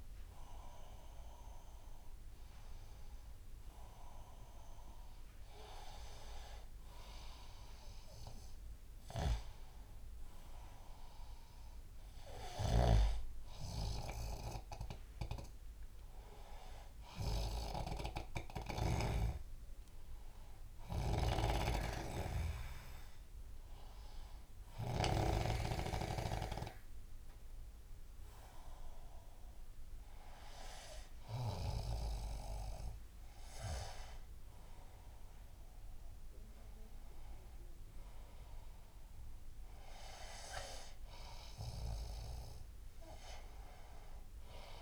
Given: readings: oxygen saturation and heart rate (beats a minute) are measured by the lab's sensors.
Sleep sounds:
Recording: a person partly awake in a sleep study, by a room microphone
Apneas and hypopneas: none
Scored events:
2.00-44.82 s: new sleep stage, N1 (lightest sleep)
9.00-19.00 s: snoring (device-marked)
10.00-35.00 s: oxygen desaturation (device-marked, oxygen 99% before, 94% lowest, heart rate 84 before, 69 extreme)
21.00-25.50 s: snoring (device-marked)
From the record:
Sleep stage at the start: awake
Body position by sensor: on the back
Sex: male

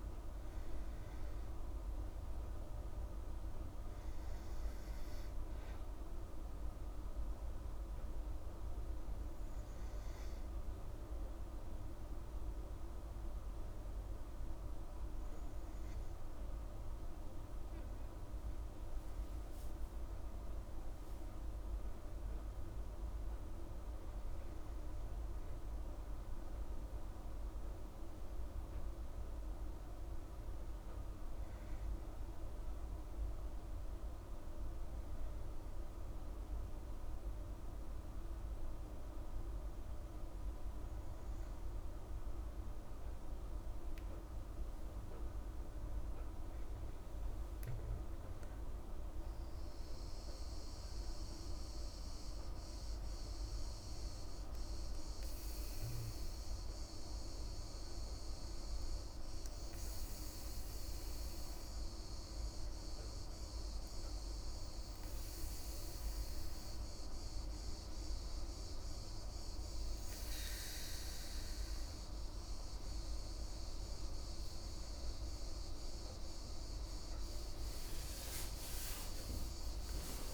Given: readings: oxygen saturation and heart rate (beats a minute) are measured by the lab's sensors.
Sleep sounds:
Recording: breathing in sleep, hard to hear, by a room microphone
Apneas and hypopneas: 3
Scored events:
0.00-24.50 s: oxygen desaturation (device-marked, oxygen 92% lowest, heart rate 46 extreme)
6.00-19.50 s: hypopnea (oxygen 96% before, 92% lowest, heart rate 75 before, 46 extreme, up 4 after)
23.50-27.50 s: arousal
30.00-44.50 s: hypopnea (oxygen 96% before, 95% lowest, heart rate 62 before, 47 extreme, up 17 after)
46.00-50.50 s: arousal
61.00-72.00 s: hypopnea (oxygen 96% before, 95% lowest, heart rate 61 before, 47 extreme)
77.50-80.34 s: arousal
From the record:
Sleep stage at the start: N2 (light sleep)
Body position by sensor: on the back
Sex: female

